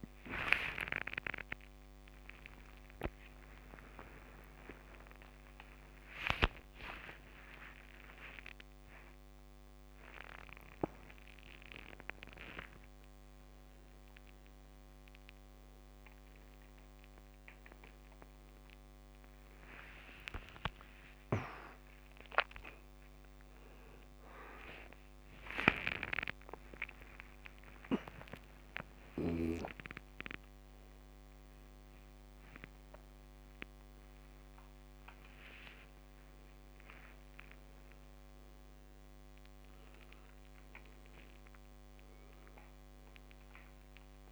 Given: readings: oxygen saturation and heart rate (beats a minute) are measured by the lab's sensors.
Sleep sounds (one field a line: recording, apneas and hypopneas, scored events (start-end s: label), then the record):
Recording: a person awake in a sleep study, by a microphone on the trachea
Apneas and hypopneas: none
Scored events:
none scored
From the record:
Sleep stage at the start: awake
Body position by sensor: on the back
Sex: male